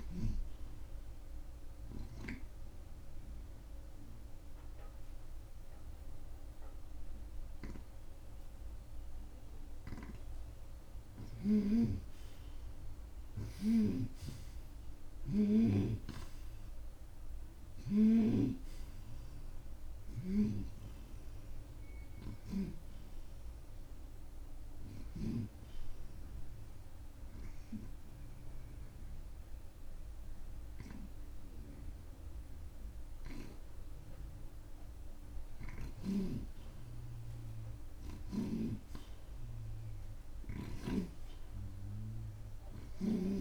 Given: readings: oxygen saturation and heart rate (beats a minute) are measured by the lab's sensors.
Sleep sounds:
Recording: breathing in sleep by a room microphone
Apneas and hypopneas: 1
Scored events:
0.00-11.00 s: oxygen desaturation (device-marked, oxygen 87% lowest)
2.50-12.50 s: obstructive apnea (oxygen 93% before, 84% lowest)
10.00-18.50 s: snoring (device-marked)
15.50-20.00 s: arousal
20.50-25.50 s: snoring (device-marked)
24.00-34.00 s: oxygen desaturation (device-marked, oxygen 91% before, 84% lowest)
41.00-43.41 s: arousal
From the record:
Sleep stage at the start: N2 (light sleep)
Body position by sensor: on the back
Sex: male

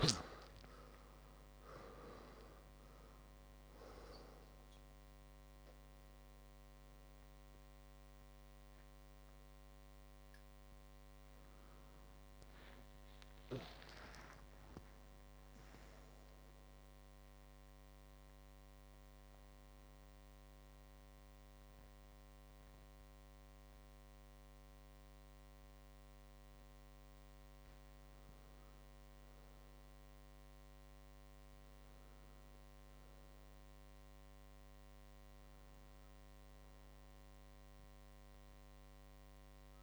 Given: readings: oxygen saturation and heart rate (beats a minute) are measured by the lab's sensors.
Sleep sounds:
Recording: a person awake in a sleep study, by a microphone on the trachea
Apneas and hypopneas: none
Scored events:
0.00-27.00 s: oxygen desaturation (device-marked, oxygen 86% lowest, heart rate 53 extreme)
7.00-39.83 s: new sleep stage, awake
From the record:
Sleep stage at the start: REM sleep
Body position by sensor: on the right side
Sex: male

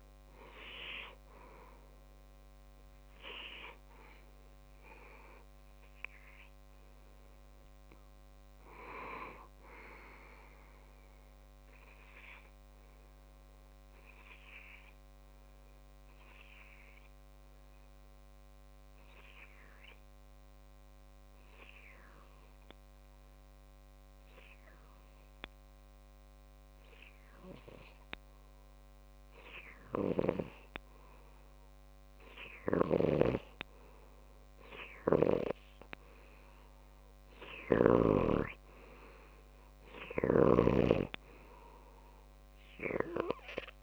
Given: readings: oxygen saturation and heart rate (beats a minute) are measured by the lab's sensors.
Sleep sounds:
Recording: breathing in sleep by a microphone on the trachea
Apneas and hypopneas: 1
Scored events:
10.50-37.00 s: obstructive apnea (oxygen 95% before, 94% lowest)
31.50-42.50 s: oxygen desaturation (device-marked, oxygen 100% before, 96% lowest)
From the record:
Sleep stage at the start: N2 (light sleep)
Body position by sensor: on the left side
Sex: male

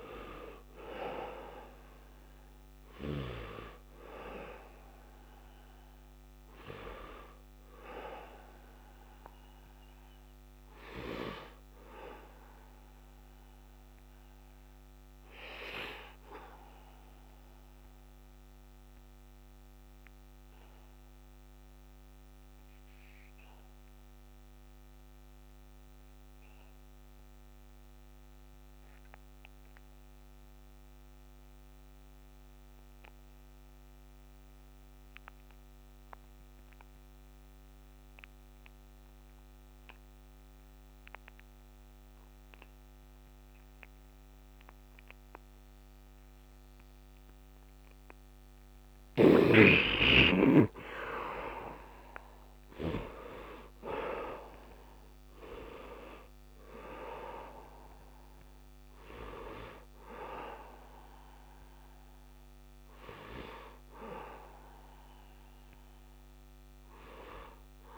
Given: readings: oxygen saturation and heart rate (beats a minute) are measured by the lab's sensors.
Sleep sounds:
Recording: breathing in sleep by a microphone on the trachea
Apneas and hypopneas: 1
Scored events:
0.00-22.50 s: oxygen desaturation (device-marked, oxygen 69% lowest, heart rate 70 extreme)
9.50-48.50 s: obstructive apnea (oxygen 96% before, 68% lowest, heart rate 79 before, 73 extreme, up 9 after)
30.50-67.98 s: oxygen desaturation (device-marked, oxygen 100% before, 68% lowest, heart rate 73 before, 71 extreme)
48.50-52.50 s: snoring (device-marked)
50.00-55.00 s: arousal
From the record:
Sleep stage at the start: REM sleep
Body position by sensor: on the back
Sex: male

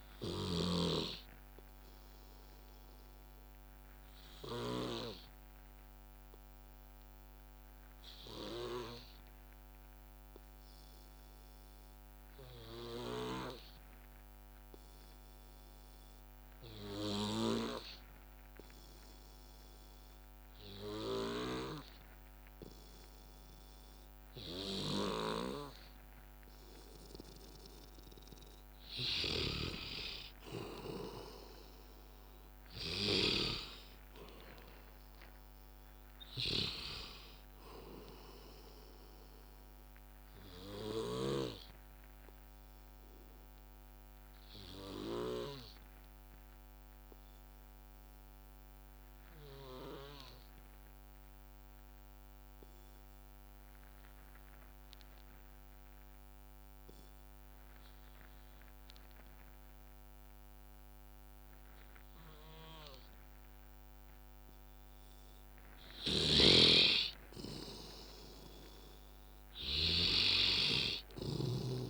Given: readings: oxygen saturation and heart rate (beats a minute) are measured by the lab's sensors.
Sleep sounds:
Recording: breathing in sleep by a microphone on the trachea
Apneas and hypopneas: 2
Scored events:
0.00-12.00 s: oxygen desaturation (device-marked, oxygen 91% lowest, heart rate 55 extreme)
0.00-14.00 s: bradycardia (device-marked, heart rate 64 before, 55 extreme)
2.00-28.50 s: obstructive apnea (oxygen 98% before, 91% lowest, heart rate 65 before, 54 extreme, up 12 after)
17.00-21.50 s: snoring (device-marked)
27.00-50.00 s: oxygen desaturation (device-marked, oxygen 97% before, 91% lowest, heart rate 59 before, 54 extreme)
29.00-33.50 s: snoring (device-marked)
31.50-35.50 s: arousal
39.00-56.00 s: bradycardia (device-marked, heart rate 64 before, 54 extreme)
42.00-65.50 s: obstructive apnea (oxygen 98% before, 90% lowest, heart rate 66 before, 56 extreme, up 10 after)
65.00-71.90 s: oxygen desaturation (device-marked, oxygen 98% before, 91% lowest, heart rate 59 before, 57 extreme)
66.00-71.90 s: snoring (device-marked)
67.50-71.00 s: arousal
From the record:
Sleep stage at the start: N2 (light sleep)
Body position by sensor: on the back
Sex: male

